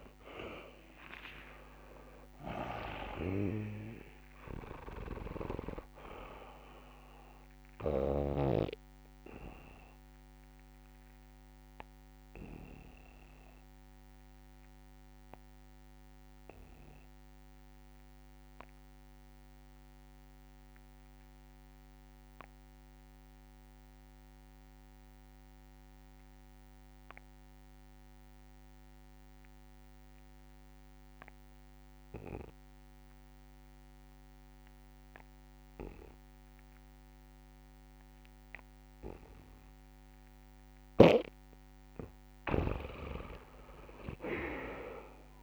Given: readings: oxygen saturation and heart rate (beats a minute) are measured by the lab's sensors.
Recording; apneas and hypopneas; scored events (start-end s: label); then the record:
breathing in sleep by a microphone on the trachea; 1
0.00-4.50 s: oxygen desaturation (device-marked, oxygen 88% lowest, heart rate 66 extreme)
0.00-8.00 s: snoring (device-marked)
1.00-5.00 s: arousal
8.50-41.00 s: obstructive apnea (oxygen 99% before, 81% lowest, heart rate 72 before, 65 extreme, up 24 after)
11.50-25.50 s: oxygen desaturation (device-marked, oxygen 91% before, 81% lowest, heart rate 72 before, 65 extreme)
37.50-45.43 s: oxygen desaturation (device-marked, oxygen 98% before, 83% lowest, heart rate 69 before, 65 extreme)
From the record:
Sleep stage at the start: N2 (light sleep); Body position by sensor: on the back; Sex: male